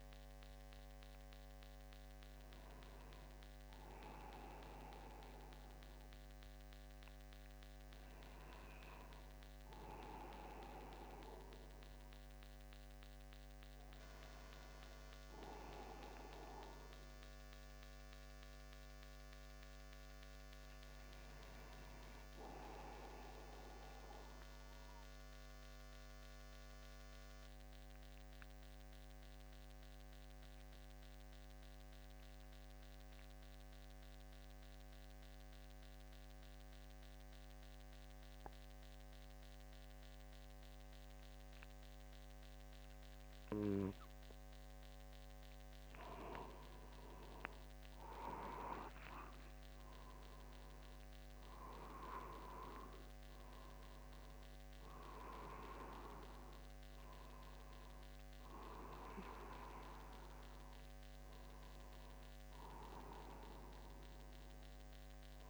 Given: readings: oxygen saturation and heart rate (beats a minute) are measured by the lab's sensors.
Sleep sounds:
breathing in sleep by a microphone on the trachea; 1
14.00-18.50 s: arousal
23.00-45.50 s: mixed apnea (oxygen 96% before, 94% lowest, heart rate 51 before, 50 extreme, up 0 after)
35.50-65.49 s: new sleep stage, N2 (light sleep)
49.00-53.00 s: arousal
From the record:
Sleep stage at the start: N1 (lightest sleep); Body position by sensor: upright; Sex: male

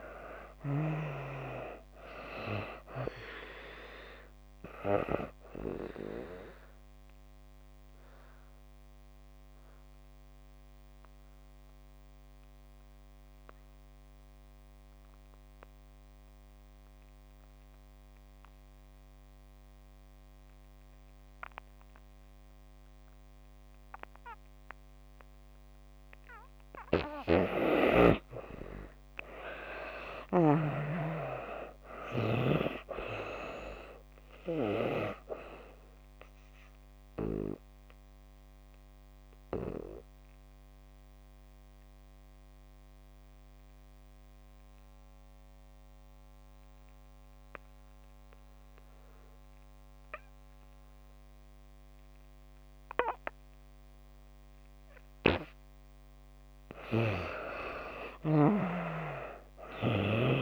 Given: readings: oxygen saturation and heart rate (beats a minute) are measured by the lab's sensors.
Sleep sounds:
breathing in sleep by a microphone on the trachea; 2
0.00-26.00 s: oxygen desaturation (device-marked, oxygen 66% lowest)
6.50-27.00 s: obstructive apnea (oxygen 96% before, 66% lowest)
28.50-31.50 s: arousal
35.00-58.00 s: oxygen desaturation (device-marked, oxygen 96% before, 71% lowest)
37.00-55.00 s: obstructive apnea (oxygen 96% before, 71% lowest)
57.00-60.00 s: arousal
From the record:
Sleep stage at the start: N2 (light sleep); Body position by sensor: on the back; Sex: female

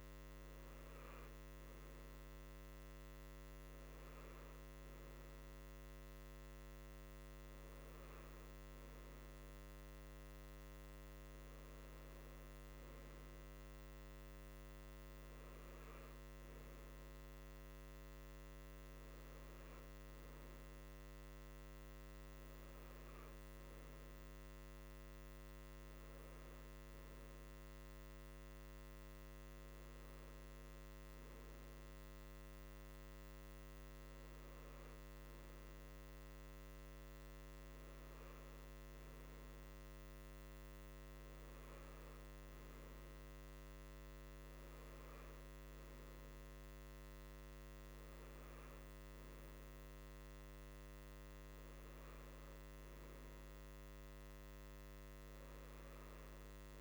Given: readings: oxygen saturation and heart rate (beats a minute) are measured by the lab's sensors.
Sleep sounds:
breathing in sleep, hard to hear, by a microphone on the trachea; none
none scored
From the record:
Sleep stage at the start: N2 (light sleep); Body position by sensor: on the right side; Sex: male

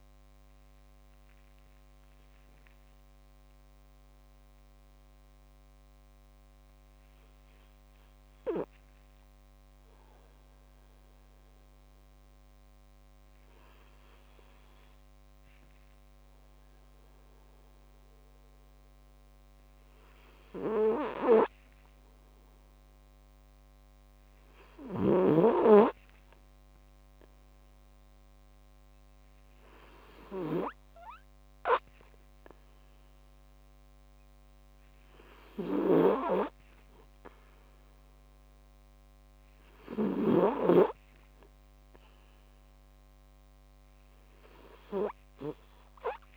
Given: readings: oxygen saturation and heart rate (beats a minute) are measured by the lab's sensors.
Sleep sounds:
breathing in sleep by a microphone on the trachea; 1
2.50-21.00 s: obstructive apnea (oxygen 100% before, 93% lowest, heart rate 59 before, 58 extreme, up 3 after)
23.50-27.00 s: arousal
24.50-40.00 s: snoring (device-marked)
26.00-43.00 s: oxygen desaturation (device-marked, oxygen 98% before, 94% lowest, heart rate 58 before, 52 extreme)
From the record:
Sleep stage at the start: N2 (light sleep); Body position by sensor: on the back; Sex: male

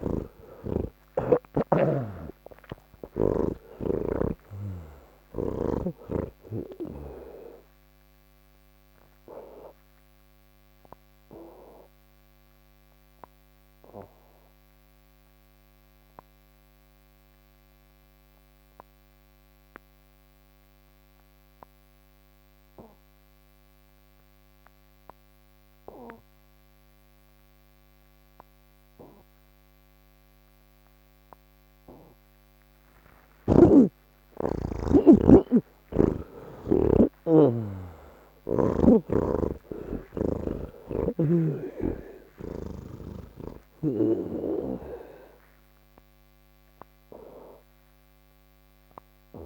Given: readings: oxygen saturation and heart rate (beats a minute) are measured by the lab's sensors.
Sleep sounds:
breathing in sleep by a microphone on the trachea; none
0.00-2.00 s: oxygen desaturation (device-marked, oxygen 92% lowest, heart rate 67 extreme)
9.00-25.00 s: oxygen desaturation (device-marked, oxygen 96% before, 81% lowest, heart rate 136 before, 67 extreme)
35.00-38.50 s: snoring (device-marked)
40.50-44.00 s: snoring (device-marked)
45.00-49.46 s: oxygen desaturation (device-marked, oxygen 96% before, 84% lowest)
From the record:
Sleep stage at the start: N3 (deep sleep); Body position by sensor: on the back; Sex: male

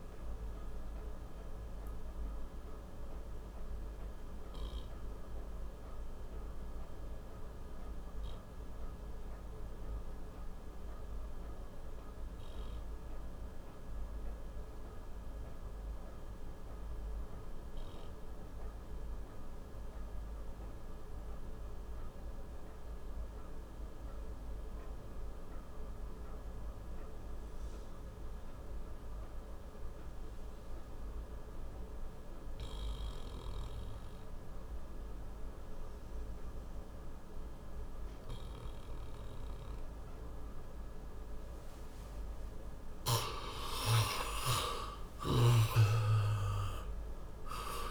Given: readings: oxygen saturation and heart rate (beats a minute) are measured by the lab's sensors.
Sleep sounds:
breathing in sleep by a room microphone; 1
0.00-23.00 s: oxygen desaturation (device-marked, oxygen 84% lowest, heart rate 52 extreme)
1.50-40.00 s: obstructive apnea (oxygen 98% before, 84% lowest, heart rate 61 before, 52 extreme, up 5 after)
43.00-47.00 s: arousal
45.00-47.91 s: snoring (device-marked)
From the record:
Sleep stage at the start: N2 (light sleep); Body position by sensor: on the back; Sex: male

